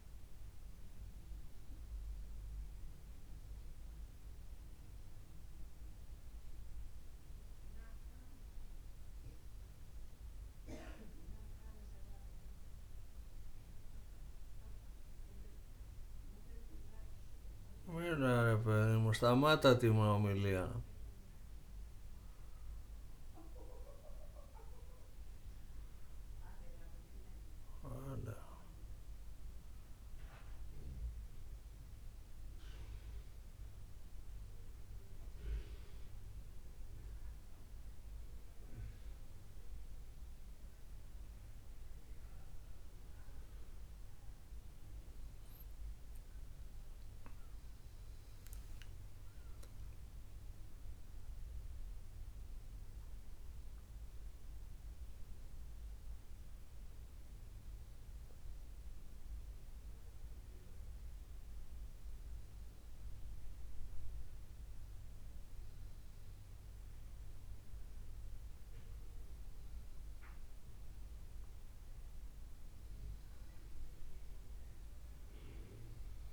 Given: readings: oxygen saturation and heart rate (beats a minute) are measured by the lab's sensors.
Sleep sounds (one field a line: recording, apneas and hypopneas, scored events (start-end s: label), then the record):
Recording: breathing in sleep by a room microphone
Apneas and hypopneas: none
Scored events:
44.50-76.33 s: new sleep stage, N1 (lightest sleep)
46.00-49.00 s: arousal
From the record:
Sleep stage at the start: N2 (light sleep)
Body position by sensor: upright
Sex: male